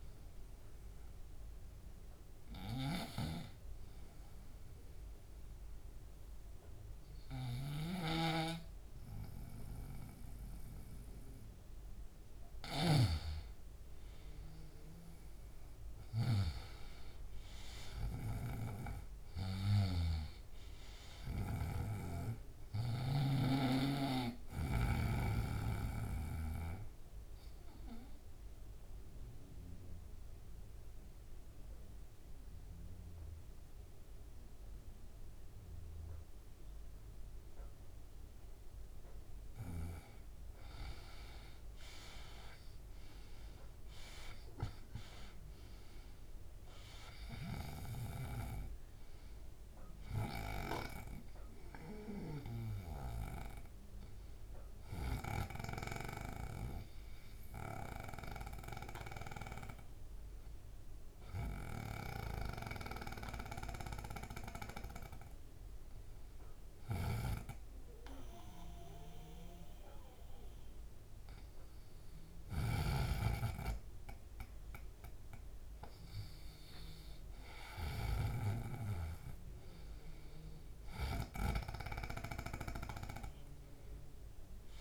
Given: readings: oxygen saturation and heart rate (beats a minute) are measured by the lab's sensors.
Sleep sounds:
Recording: breathing in sleep by a room microphone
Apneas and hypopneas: 3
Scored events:
0.00-13.00 s: snoring (device-marked)
0.00-19.00 s: oxygen desaturation (device-marked, oxygen 88% lowest, heart rate 68 extreme)
3.00-13.00 s: obstructive apnea (oxygen 98% before, 88% lowest, heart rate 72 before, 68 extreme, up 3 after)
15.50-19.50 s: arousal
19.50-23.00 s: snoring (device-marked)
24.00-39.00 s: obstructive apnea (oxygen 98% before, 90% lowest, heart rate 71 before, 68 extreme, up 3 after)
26.00-40.00 s: oxygen desaturation (device-marked, oxygen 98% before, 93% lowest, heart rate 71 before, 68 extreme)
42.00-46.00 s: arousal
47.00-69.00 s: oxygen desaturation (device-marked, oxygen 97% before, 90% lowest, heart rate 70 before, 69 extreme)
58.50-76.00 s: hypopnea (oxygen 97% before, 90% lowest, heart rate 71 before, 69 extreme, up 3 after)
61.50-84.81 s: snoring (device-marked)
78.00-81.50 s: arousal
From the record:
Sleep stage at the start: N2 (light sleep)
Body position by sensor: on the right side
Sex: male

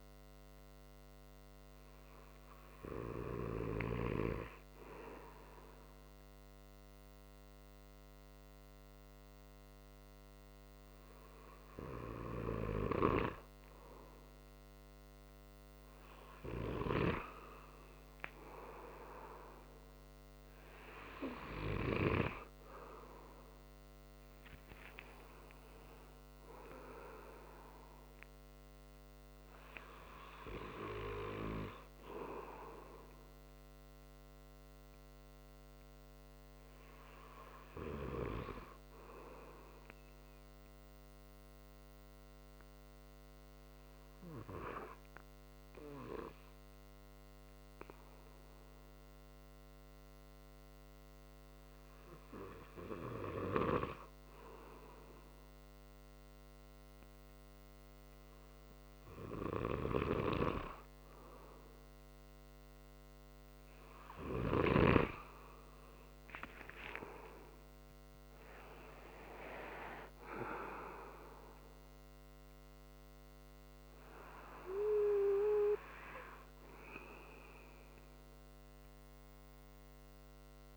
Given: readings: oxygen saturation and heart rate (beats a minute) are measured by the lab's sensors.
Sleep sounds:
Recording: breathing in sleep by a microphone on the trachea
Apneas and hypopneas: 1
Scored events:
21.00-24.00 s: arousal
46.50-59.00 s: hypopnea (oxygen 96% before, 93% lowest)
60.50-65.50 s: arousal
From the record:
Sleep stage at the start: N2 (light sleep)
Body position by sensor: on the right side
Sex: male

